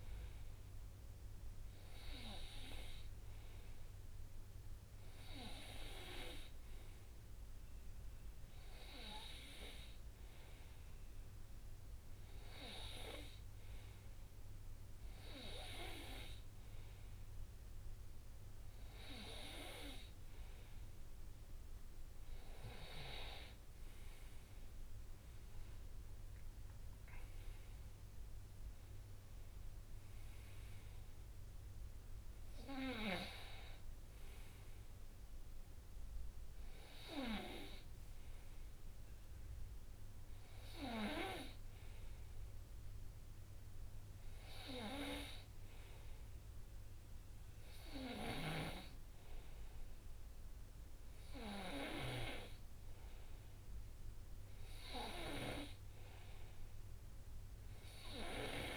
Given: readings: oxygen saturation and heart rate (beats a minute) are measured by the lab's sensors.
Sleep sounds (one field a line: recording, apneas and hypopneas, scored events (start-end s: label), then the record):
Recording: breathing in sleep by a room microphone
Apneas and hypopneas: none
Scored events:
none scored
From the record:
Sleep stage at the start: N2 (light sleep)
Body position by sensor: on the right side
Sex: male